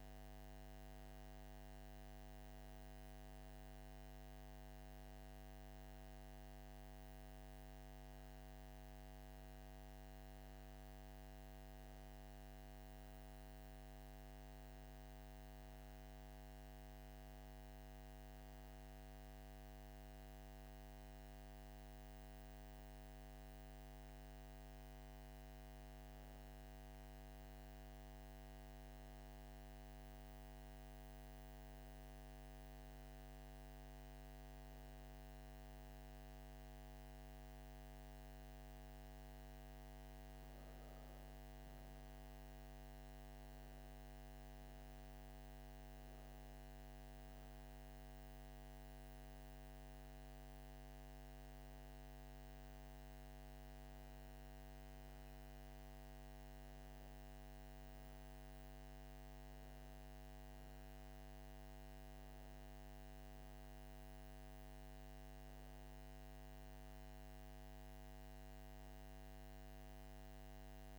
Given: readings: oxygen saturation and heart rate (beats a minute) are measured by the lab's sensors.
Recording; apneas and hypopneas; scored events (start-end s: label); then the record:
breathing in sleep, hard to hear, by a microphone on the trachea; none
none scored
From the record:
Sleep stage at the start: N1 (lightest sleep); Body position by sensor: on the back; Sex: female